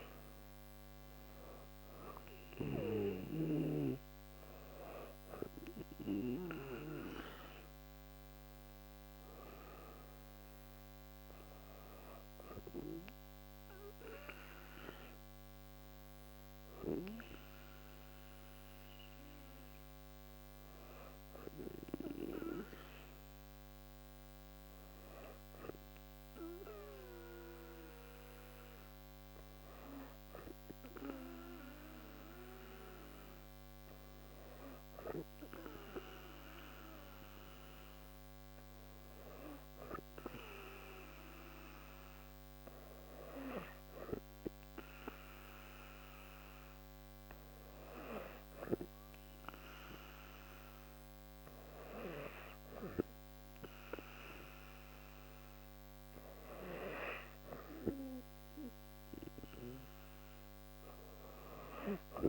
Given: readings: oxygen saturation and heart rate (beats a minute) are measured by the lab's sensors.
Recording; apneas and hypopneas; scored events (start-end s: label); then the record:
breathing in sleep by a microphone on the trachea; none
0.00-19.00 s: oxygen desaturation (device-marked, oxygen 86% lowest, heart rate 71 extreme)
From the record:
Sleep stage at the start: N2 (light sleep); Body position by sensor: on the back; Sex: female